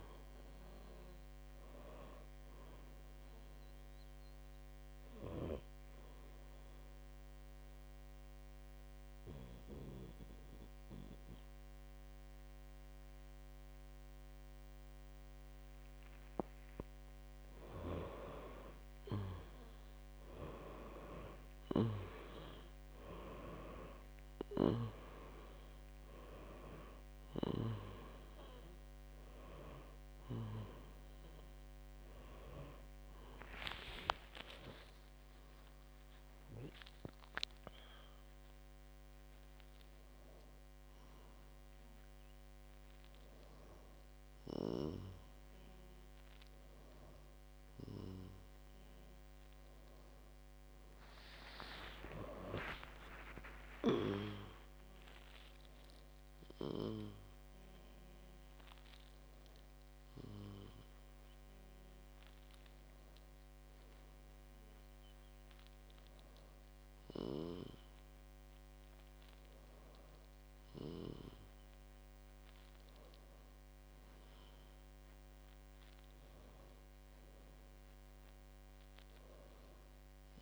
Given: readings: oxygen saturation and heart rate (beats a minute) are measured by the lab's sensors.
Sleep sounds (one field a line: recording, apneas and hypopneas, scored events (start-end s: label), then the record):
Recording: a person partly awake in a sleep study, by a microphone on the trachea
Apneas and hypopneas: 1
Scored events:
0.00-4.50 s: oxygen desaturation (device-marked, oxygen 92% lowest, heart rate 57 extreme)
4.00-18.50 s: obstructive apnea (oxygen 96% before, 94% lowest, heart rate 65 before, 57 extreme, up 12 after)
21.50-51.50 s: new sleep stage, awake
23.50-41.50 s: oxygen desaturation (device-marked, oxygen 97% before, 94% lowest, heart rate 61 before, 61 extreme)
51.50-80.42 s: new sleep stage, N1 (lightest sleep)
68.00-72.00 s: snoring (device-marked)
From the record:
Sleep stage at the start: N2 (light sleep)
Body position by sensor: on the back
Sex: female